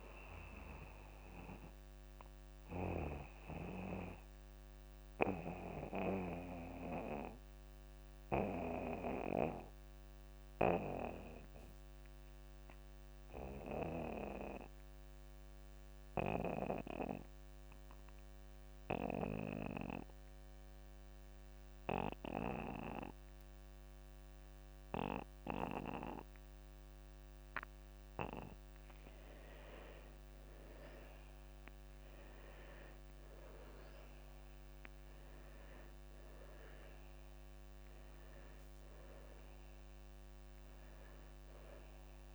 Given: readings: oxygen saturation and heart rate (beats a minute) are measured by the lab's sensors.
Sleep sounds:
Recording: breathing in sleep by a microphone on the trachea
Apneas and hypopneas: 1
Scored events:
2.00-27.00 s: mixed apnea (oxygen 97% before, 83% lowest)
4.00-23.00 s: oxygen desaturation (device-marked, oxygen 97% before, 87% lowest)
28.50-30.50 s: long interval between heartbeats (device-marked)
29.50-33.50 s: arousal
30.00-42.35 s: oxygen desaturation (device-marked, oxygen 96% before, 83% lowest)
From the record:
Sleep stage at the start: N2 (light sleep)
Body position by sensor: on the back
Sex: male

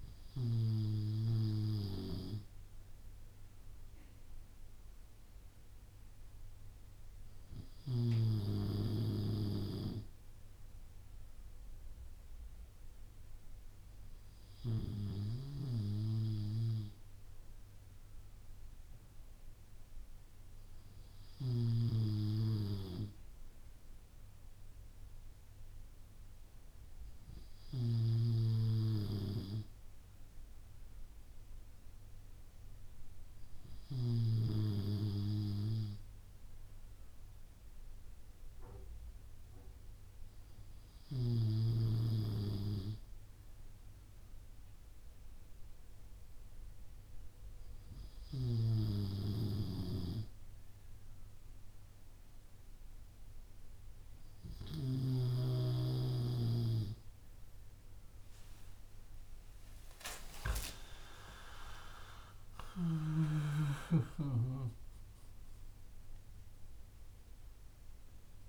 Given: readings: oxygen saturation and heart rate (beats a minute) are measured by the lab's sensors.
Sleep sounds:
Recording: breathing in sleep by a room microphone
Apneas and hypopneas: none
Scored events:
39.00-68.49 s: new sleep stage, N2 (light sleep)
58.00-62.50 s: arousal
64.00-68.49 s: oxygen desaturation (device-marked, oxygen 97% before, 94% lowest)
From the record:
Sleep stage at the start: N3 (deep sleep)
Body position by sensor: on the back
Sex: male

